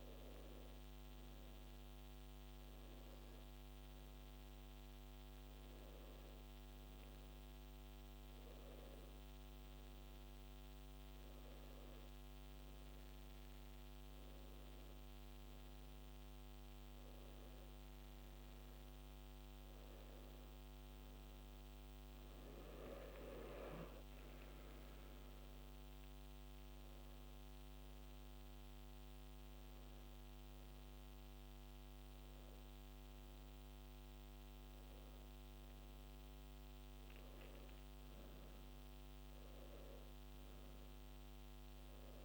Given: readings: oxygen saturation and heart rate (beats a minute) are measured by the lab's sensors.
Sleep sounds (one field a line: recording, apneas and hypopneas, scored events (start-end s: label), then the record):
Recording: breathing in sleep, hard to hear, by a microphone on the trachea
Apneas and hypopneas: none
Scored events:
none scored
From the record:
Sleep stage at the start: N2 (light sleep)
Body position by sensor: on the back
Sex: male